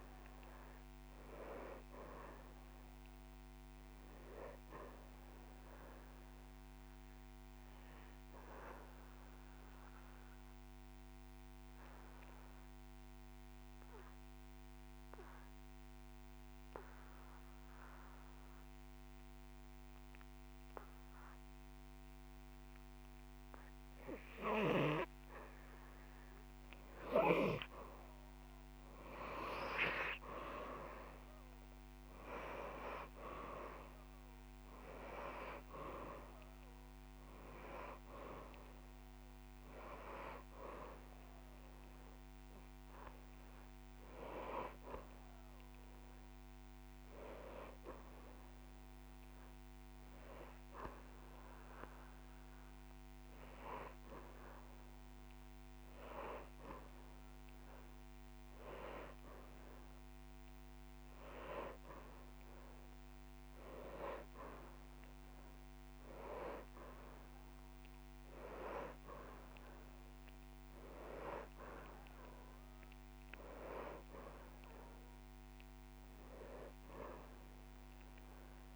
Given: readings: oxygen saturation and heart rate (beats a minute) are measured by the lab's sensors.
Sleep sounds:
breathing in sleep by a microphone on the trachea; 1
1.00-4.00 s: arousal
6.00-25.50 s: obstructive apnea (oxygen 98% before, 88% lowest)
9.50-11.50 s: long interval between heartbeats (device-marked)
20.50-22.50 s: long interval between heartbeats (device-marked)
28.50-32.00 s: arousal
33.00-65.00 s: oxygen desaturation (device-marked, oxygen 97% before, 88% lowest)
36.00-38.00 s: long interval between heartbeats (device-marked)
57.50-59.50 s: long interval between heartbeats (device-marked)
72.50-74.50 s: long interval between heartbeats (device-marked)
73.00-77.00 s: arousal
From the record:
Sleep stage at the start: N2 (light sleep); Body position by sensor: on the back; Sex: male

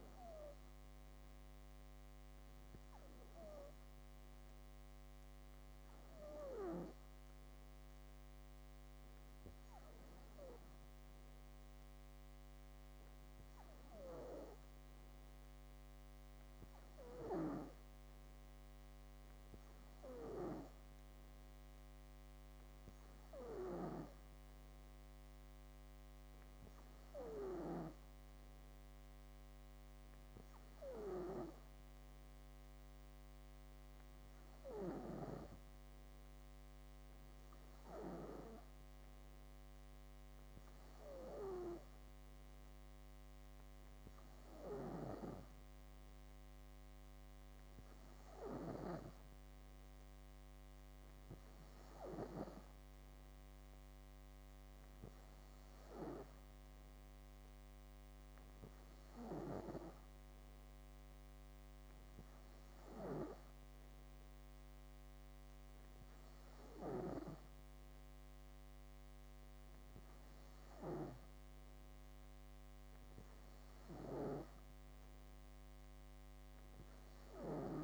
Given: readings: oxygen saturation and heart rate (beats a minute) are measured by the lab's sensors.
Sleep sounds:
breathing in sleep by a microphone on the trachea; none
none scored
From the record:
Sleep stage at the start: N2 (light sleep); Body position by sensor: on the back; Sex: female

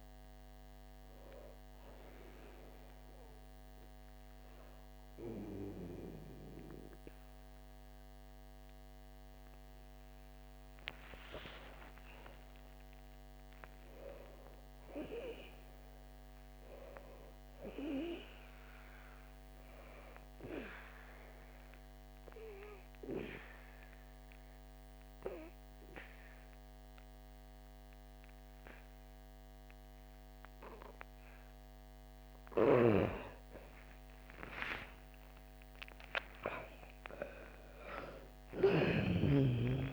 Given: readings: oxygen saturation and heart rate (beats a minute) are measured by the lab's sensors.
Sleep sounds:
breathing in sleep by a microphone on the trachea; 2
1.00-15.00 s: oxygen desaturation (device-marked, oxygen 97% before, 93% lowest, heart rate 69 before, 64 extreme)
2.50-12.50 s: obstructive apnea (oxygen 97% before, 90% lowest, heart rate 69 before, 64 extreme, up 6 after)
14.00-18.00 s: arousal
22.00-39.93 s: new sleep stage, N2 (light sleep)
22.50-33.00 s: obstructive apnea (oxygen 97% before, 90% lowest, heart rate 68 before, 59 extreme, up 4 after)
25.00-34.00 s: oxygen desaturation (device-marked, oxygen 97% before, 94% lowest, heart rate 67 before, 59 extreme)
34.50-39.00 s: arousal
36.00-39.93 s: oxygen desaturation (device-marked, oxygen 97% before, 90% lowest, heart rate 68 before, 59 extreme)
From the record:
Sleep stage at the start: N1 (lightest sleep); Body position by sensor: on the back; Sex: female

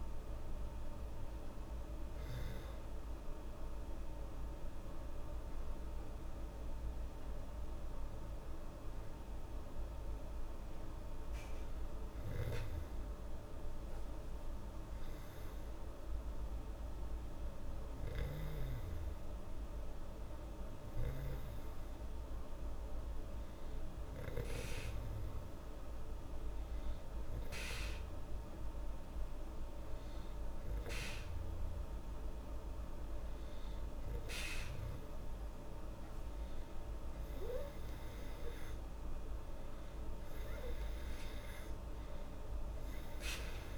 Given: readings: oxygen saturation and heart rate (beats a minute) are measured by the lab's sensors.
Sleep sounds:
breathing in sleep by a room microphone; none
0.00-1.00 s: arousal
From the record:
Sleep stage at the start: N2 (light sleep); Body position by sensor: on the back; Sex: female

